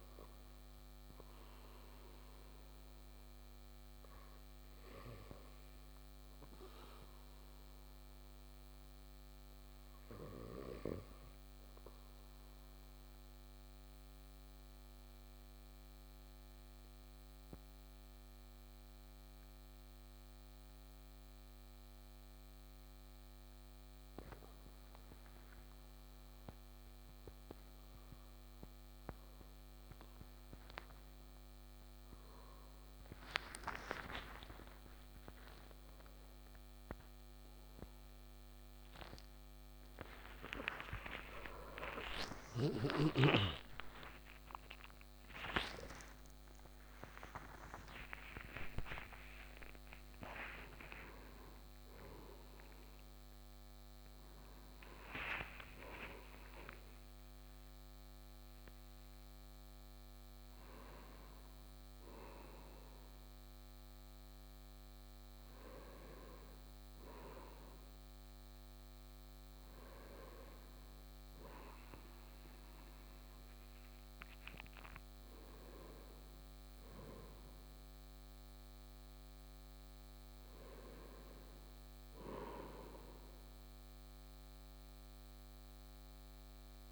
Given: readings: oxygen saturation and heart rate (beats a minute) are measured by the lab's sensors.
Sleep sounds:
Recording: a person partly awake in a sleep study, by a microphone on the trachea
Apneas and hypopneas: 1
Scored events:
0.00-17.50 s: oxygen desaturation (device-marked, oxygen 94% lowest, heart rate 54 extreme)
13.00-24.00 s: mixed apnea (oxygen 98% before, 94% lowest, heart rate 57 before, 54 extreme, up 16 after)
21.50-51.50 s: new sleep stage, awake
37.50-45.50 s: tachycardia (device-marked, heart rate 61 before, 148 extreme)
51.50-81.50 s: new sleep stage, N1 (lightest sleep)
81.50-86.91 s: new sleep stage, N2 (light sleep)
From the record:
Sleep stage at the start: N2 (light sleep)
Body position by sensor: on the right side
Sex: male

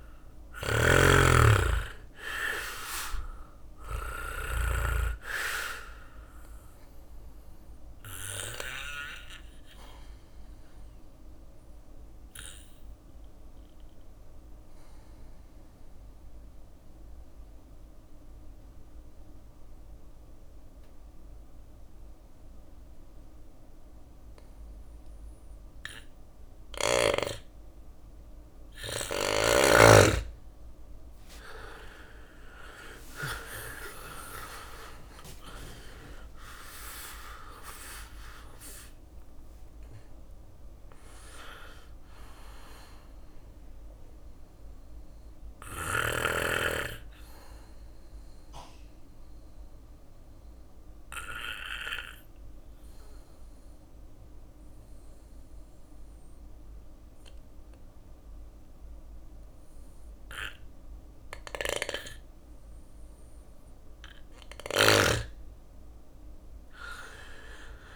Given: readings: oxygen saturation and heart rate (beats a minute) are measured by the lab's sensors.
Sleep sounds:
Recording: breathing in sleep by a room microphone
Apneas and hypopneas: 2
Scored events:
0.00-3.50 s: snoring (device-marked)
0.00-7.00 s: drop in pulse transit time (device-marked, heart rate 60 extreme)
3.00-22.00 s: oxygen desaturation (device-marked, oxygen 97% before, 91% lowest, heart rate 61 before, 57 extreme)
5.00-10.00 s: bradycardia (device-marked, heart rate 61 before, 59 extreme)
7.50-27.00 s: obstructive apnea (oxygen 98% before, 91% lowest, heart rate 61 before, 59 extreme, up 8 after)
12.00-18.00 s: bradycardia (device-marked, heart rate 61 before, 58 extreme)
29.00-33.00 s: arousal
31.00-46.00 s: drop in pulse transit time (device-marked, heart rate 59 before, 63 extreme)
35.00-60.00 s: oxygen desaturation (device-marked, oxygen 98% before, 92% lowest, heart rate 61 before, 56 extreme)
44.50-63.50 s: obstructive apnea (oxygen 99% before, 91% lowest, heart rate 66 before, 56 extreme, up 2 after)
46.00-65.00 s: bradycardia (device-marked, heart rate 61 before, 58 extreme)
63.50-67.96 s: snoring (device-marked)
66.00-67.96 s: arousal
From the record:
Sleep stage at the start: N2 (light sleep)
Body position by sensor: on the back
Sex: male

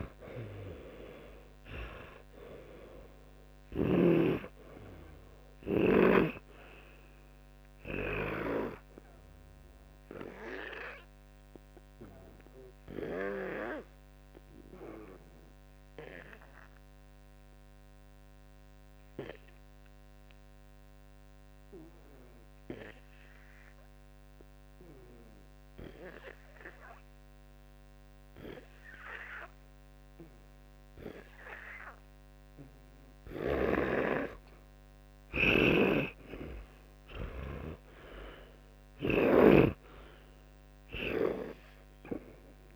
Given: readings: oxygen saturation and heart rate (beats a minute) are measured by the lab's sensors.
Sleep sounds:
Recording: breathing in sleep by a microphone on the trachea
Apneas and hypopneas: 1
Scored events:
0.00-3.50 s: arousal
0.00-4.00 s: snoring (device-marked)
9.00-31.50 s: hypopnea (oxygen 97% before, 90% lowest, heart rate 69 before, 56 extreme, up 14 after)
31.00-36.00 s: oxygen desaturation (device-marked, oxygen 97% before, 92% lowest, heart rate 60 before, 56 extreme)
33.50-37.50 s: arousal
35.00-39.50 s: snoring (device-marked)
From the record:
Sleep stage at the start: N2 (light sleep)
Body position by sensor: on the back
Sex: male

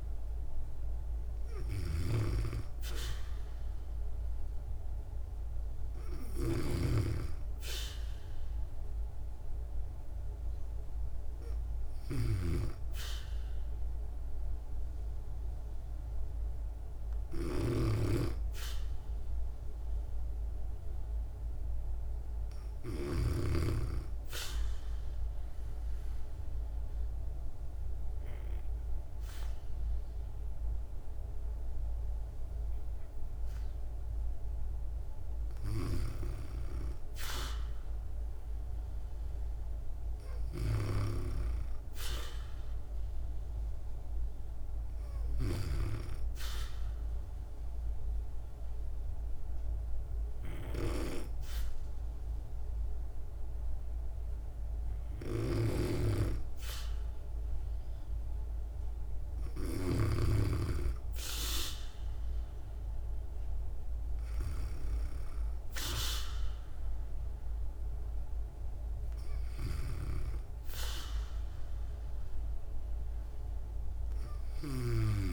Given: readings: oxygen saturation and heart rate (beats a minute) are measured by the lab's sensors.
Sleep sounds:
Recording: breathing in sleep by a room microphone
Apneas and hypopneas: 2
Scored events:
0.00-16.50 s: oxygen desaturation (device-marked, oxygen 93% lowest, heart rate 55 extreme)
1.00-23.00 s: snoring (device-marked)
17.00-21.00 s: arousal
24.50-35.00 s: obstructive apnea (oxygen 98% before, 94% lowest, heart rate 58 before, 57 extreme, up 2 after)
37.00-40.50 s: arousal
47.00-57.00 s: obstructive apnea (oxygen 98% before, 94% lowest, heart rate 59 before, 57 extreme, up 7 after)
55.00-59.50 s: snoring (device-marked)
61.50-66.00 s: arousal
74.00-75.32 s: snoring (device-marked)
From the record:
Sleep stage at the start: N2 (light sleep)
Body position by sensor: on the back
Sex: female

